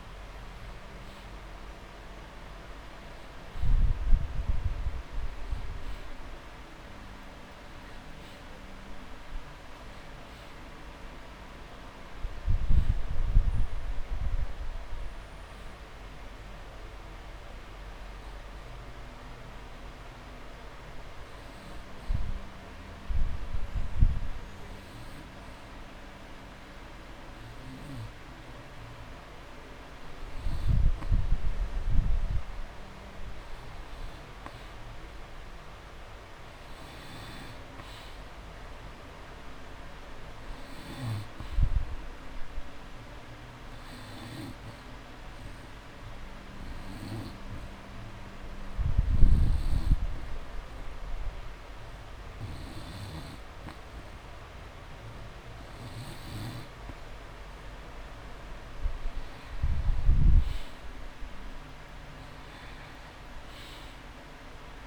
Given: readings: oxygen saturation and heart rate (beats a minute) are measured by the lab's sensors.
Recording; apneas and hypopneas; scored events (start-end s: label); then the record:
breathing in sleep, hard to hear, by a room microphone; 2
15.00-18.00 s: arousal
20.50-31.00 s: obstructive apnea (oxygen 97% before, 92% lowest)
34.00-38.00 s: arousal
46.00-48.00 s: long interval between heartbeats (device-marked)
46.50-57.00 s: obstructive apnea (oxygen 97% before, 92% lowest)
47.00-62.00 s: oxygen desaturation (device-marked, oxygen 97% before, 92% lowest)
63.50-64.86 s: arousal
From the record:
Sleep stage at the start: N2 (light sleep); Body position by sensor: on the back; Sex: male